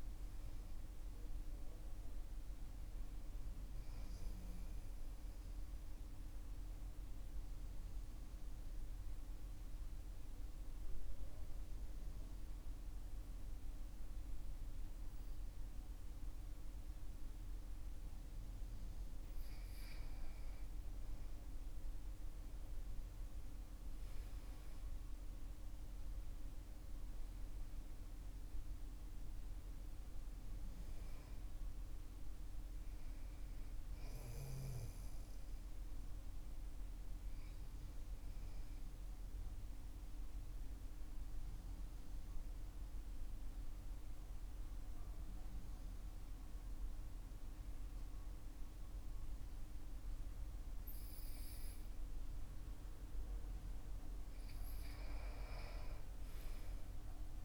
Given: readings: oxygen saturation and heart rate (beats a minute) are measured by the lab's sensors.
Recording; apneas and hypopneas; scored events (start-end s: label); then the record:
breathing in sleep, hard to hear, by a room microphone; 2
5.50-19.00 s: central apnea (oxygen 97% before, 92% lowest, heart rate 53 before, 47 extreme, up 13 after)
20.50-24.50 s: arousal
20.50-28.50 s: oxygen desaturation (device-marked, oxygen 97% before, 93% lowest, heart rate 49 before, 47 extreme)
37.50-52.50 s: obstructive apnea (oxygen 97% before, 92% lowest, heart rate 54 before, 46 extreme, up 13 after)
53.50-57.45 s: oxygen desaturation (device-marked, oxygen 97% before, 92% lowest, heart rate 49 before, 46 extreme)
56.00-57.45 s: arousal
From the record:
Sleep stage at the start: N2 (light sleep); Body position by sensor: on the back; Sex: male